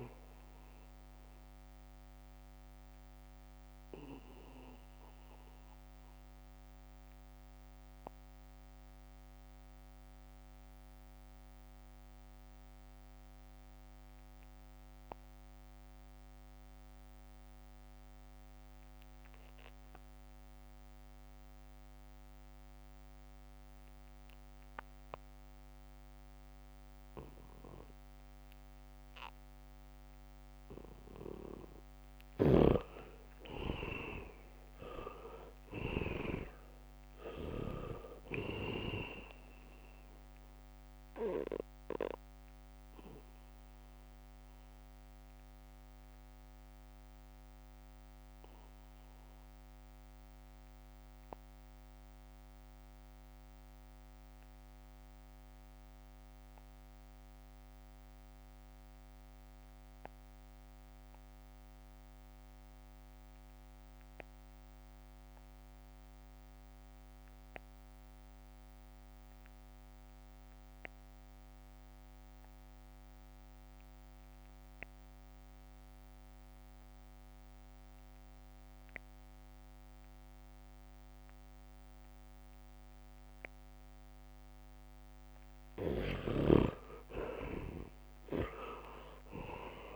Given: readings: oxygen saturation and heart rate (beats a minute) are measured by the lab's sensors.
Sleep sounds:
breathing in sleep by a microphone on the trachea; 2
0.00-17.50 s: oxygen desaturation (device-marked, oxygen 68% lowest, heart rate 65 extreme)
3.50-31.00 s: mixed apnea (oxygen 99% before, 68% lowest, heart rate 70 before, 69 extreme, up 7 after)
26.50-57.50 s: oxygen desaturation (device-marked, oxygen 98% before, 70% lowest, heart rate 76 before, 64 extreme)
33.00-37.50 s: arousal
43.00-84.50 s: obstructive apnea (oxygen 98% before, 62% lowest, heart rate 73 before, 64 extreme, up 11 after)
62.50-89.96 s: oxygen desaturation (device-marked, oxygen 98% before, 62% lowest, heart rate 77 before, 64 extreme)
87.00-89.96 s: arousal
From the record:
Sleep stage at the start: REM sleep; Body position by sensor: on the back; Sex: male

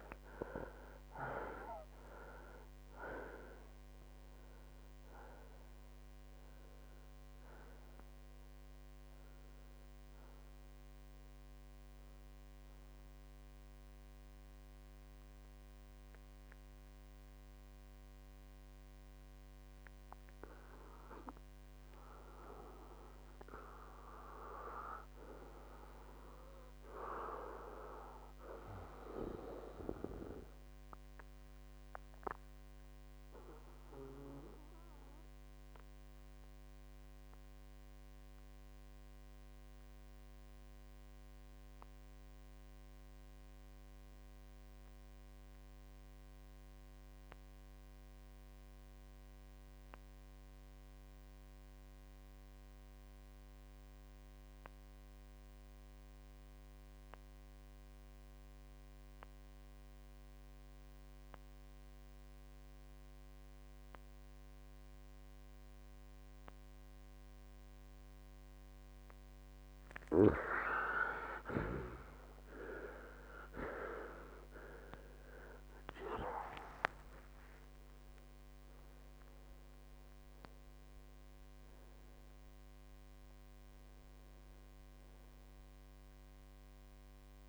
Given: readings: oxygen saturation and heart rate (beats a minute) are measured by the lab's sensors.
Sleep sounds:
breathing in sleep by a microphone on the trachea; 1
0.00-23.50 s: oxygen desaturation (device-marked, oxygen 64% lowest, heart rate 57 extreme)
24.50-28.50 s: arousal
32.50-71.50 s: obstructive apnea (oxygen 99% before, 78% lowest, heart rate 79 before, 56 extreme, up 36 after)
53.50-87.49 s: oxygen desaturation (device-marked, oxygen 97% before, 78% lowest, heart rate 68 before, 56 extreme)
73.50-78.00 s: arousal
77.00-79.00 s: long interval between heartbeats (device-marked, heart rate 62 before, 90 extreme)
From the record:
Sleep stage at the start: N2 (light sleep); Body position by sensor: on the right side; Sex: male

